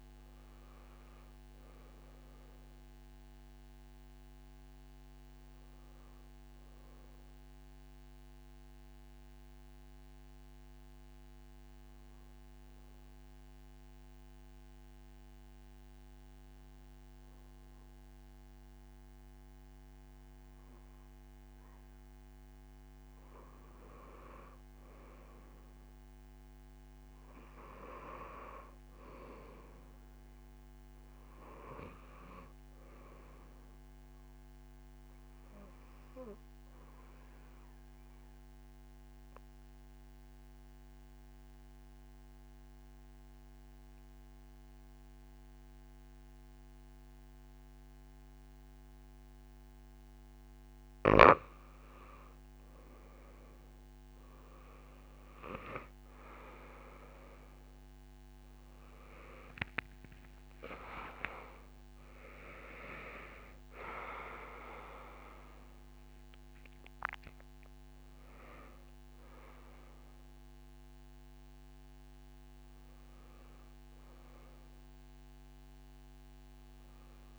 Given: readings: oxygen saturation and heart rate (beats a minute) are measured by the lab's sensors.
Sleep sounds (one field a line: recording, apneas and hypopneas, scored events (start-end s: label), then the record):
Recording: breathing in sleep by a microphone on the trachea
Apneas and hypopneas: 1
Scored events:
0.00-11.00 s: oxygen desaturation (device-marked, oxygen 90% lowest)
26.00-41.00 s: oxygen desaturation (device-marked, oxygen 97% before, 92% lowest)
30.50-34.50 s: arousal
39.00-50.50 s: obstructive apnea (oxygen 97% before, 86% lowest)
54.00-76.00 s: oxygen desaturation (device-marked, oxygen 94% before, 86% lowest)
57.50-62.50 s: arousal
From the record:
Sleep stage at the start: N2 (light sleep)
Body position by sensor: on the back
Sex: female